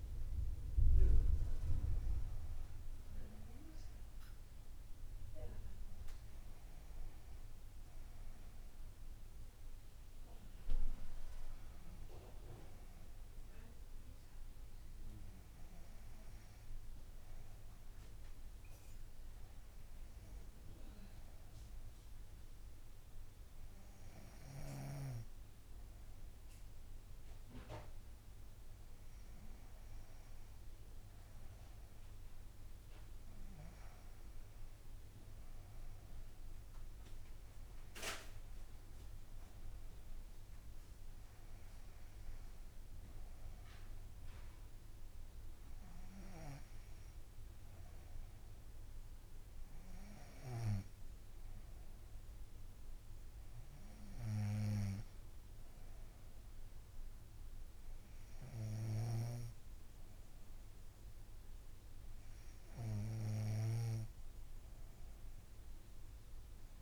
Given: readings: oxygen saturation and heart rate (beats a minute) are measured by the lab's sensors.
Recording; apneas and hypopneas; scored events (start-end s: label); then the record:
breathing in sleep by a room microphone; none
59.00-66.82 s: snoring (device-marked)
From the record:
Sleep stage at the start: N2 (light sleep); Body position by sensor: on the front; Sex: female